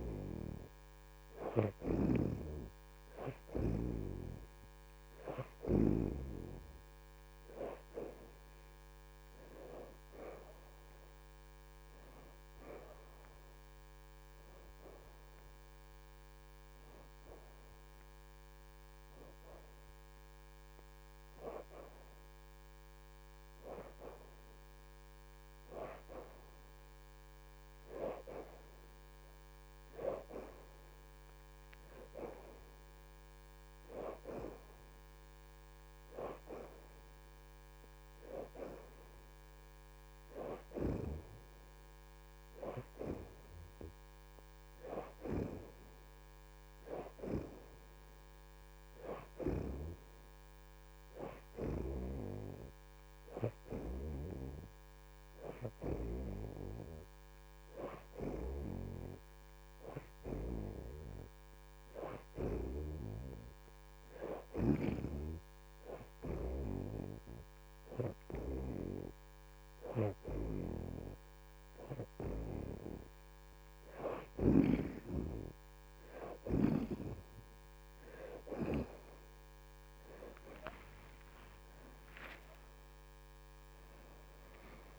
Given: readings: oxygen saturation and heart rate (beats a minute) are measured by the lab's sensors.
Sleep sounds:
breathing in sleep by a microphone on the trachea; none
11.50-37.50 s: oxygen desaturation (device-marked, oxygen 70% before, 64% lowest, heart rate 118 before, 98 extreme)
43.50-48.50 s: oxygen desaturation (device-marked, oxygen 73% before, 68% lowest, heart rate 108 before, 109 extreme)
54.50-63.50 s: oxygen desaturation (device-marked, oxygen 70% before, 66% lowest, heart rate 112 before, 111 extreme)
80.00-84.00 s: arousal
From the record:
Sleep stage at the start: N2 (light sleep); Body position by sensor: on the back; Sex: female

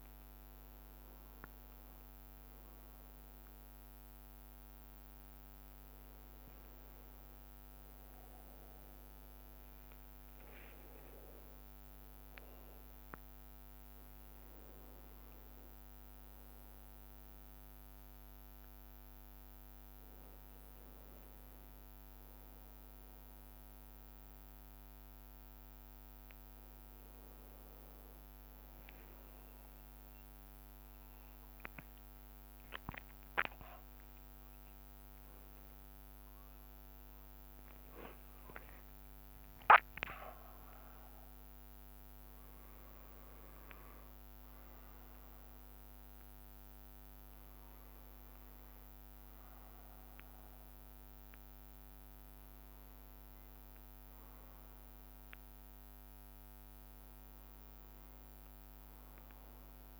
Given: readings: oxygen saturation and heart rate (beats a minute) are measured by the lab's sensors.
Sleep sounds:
breathing in sleep, hard to hear, by a microphone on the trachea; none
0.00-1.00 s: bradycardia (device-marked, heart rate 58 extreme)
29.00-34.00 s: arousal
48.00-50.00 s: bradycardia (device-marked, heart rate 63 before, 61 extreme)
51.00-59.00 s: bradycardia (device-marked, heart rate 63 before, 59 extreme)
From the record:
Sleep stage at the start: N1 (lightest sleep); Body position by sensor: on the right side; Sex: male

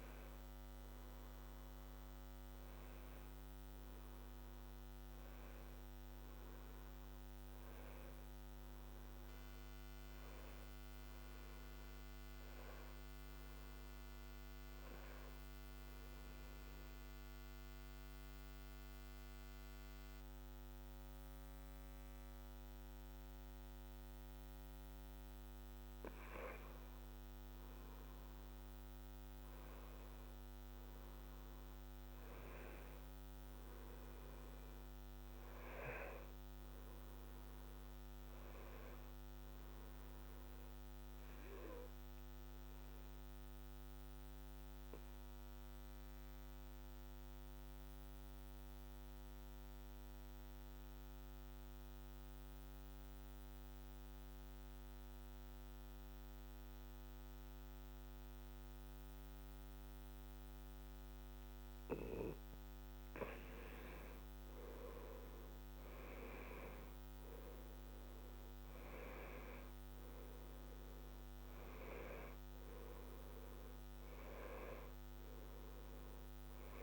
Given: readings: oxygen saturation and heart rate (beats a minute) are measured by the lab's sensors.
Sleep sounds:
breathing in sleep by a microphone on the trachea; 2
13.50-24.50 s: oxygen desaturation (device-marked, oxygen 98% before, 94% lowest, heart rate 67 before, 66 extreme)
15.50-25.50 s: obstructive apnea (oxygen 98% before, 89% lowest, heart rate 68 before, 65 extreme, up 5 after)
22.50-76.83 s: new sleep stage, N2 (light sleep)
27.00-31.50 s: arousal
40.50-60.50 s: obstructive apnea (oxygen 97% before, 88% lowest, heart rate 68 before, 64 extreme, up 4 after)
62.50-76.83 s: oxygen desaturation (device-marked, oxygen 97% before, 88% lowest, heart rate 67 before, 64 extreme)
63.00-67.50 s: arousal
From the record:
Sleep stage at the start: N1 (lightest sleep); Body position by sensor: on the back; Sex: male

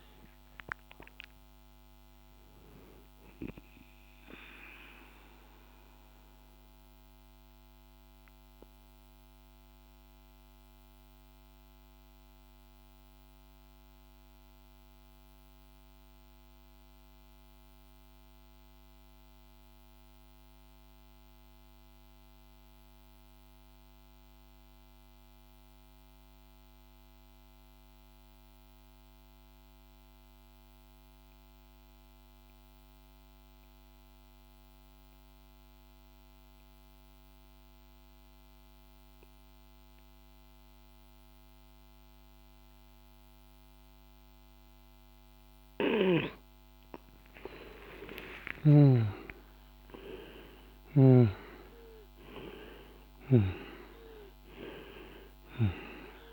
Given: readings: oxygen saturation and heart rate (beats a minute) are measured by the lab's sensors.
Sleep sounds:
breathing in sleep by a microphone on the trachea; 1
0.00-14.50 s: oxygen desaturation (device-marked, oxygen 85% lowest, heart rate 47 extreme)
3.50-45.50 s: mixed apnea (oxygen 98% before, 85% lowest, heart rate 72 before, 47 extreme, up 19 after)
33.50-56.33 s: oxygen desaturation (device-marked, oxygen 100% before, 85% lowest, heart rate 48 before, 47 extreme)
46.50-52.00 s: arousal
From the record:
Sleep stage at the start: N2 (light sleep); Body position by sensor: on the back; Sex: male

